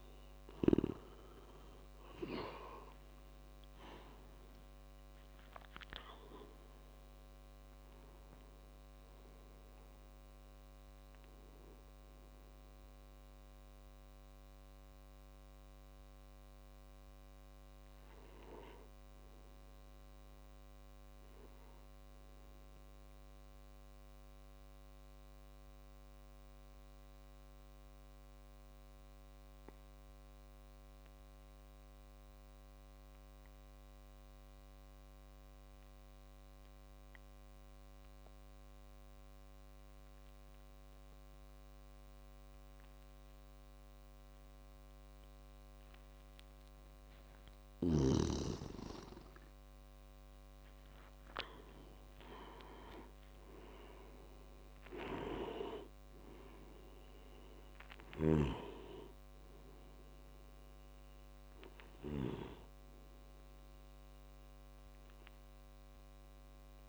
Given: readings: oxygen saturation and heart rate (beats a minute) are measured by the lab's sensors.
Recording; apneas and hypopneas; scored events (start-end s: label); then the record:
breathing in sleep by a microphone on the trachea; 1
0.00-1.00 s: snoring (device-marked)
0.00-17.50 s: oxygen desaturation (device-marked, oxygen 87% lowest)
2.50-7.50 s: arousal
23.00-47.00 s: obstructive apnea (oxygen 94% before, 87% lowest)
42.50-66.89 s: oxygen desaturation (device-marked, oxygen 98% before, 87% lowest)
49.00-52.50 s: arousal
From the record:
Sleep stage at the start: N2 (light sleep); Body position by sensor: on the back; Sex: male